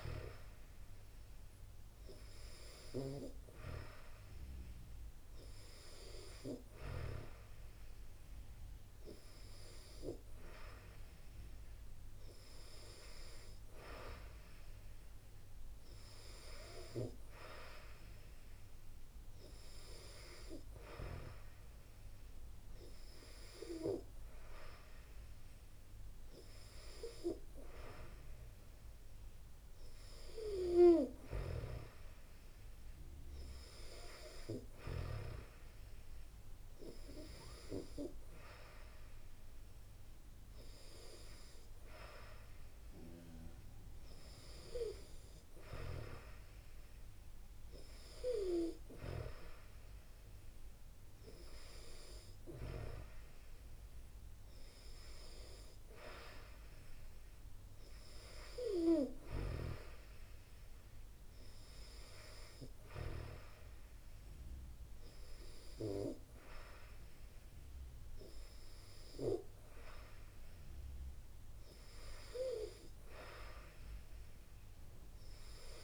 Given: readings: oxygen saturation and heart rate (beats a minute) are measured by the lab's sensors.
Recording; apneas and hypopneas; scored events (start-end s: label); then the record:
breathing in sleep by a room microphone; none
none scored
From the record:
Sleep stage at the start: N2 (light sleep); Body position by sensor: on the back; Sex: female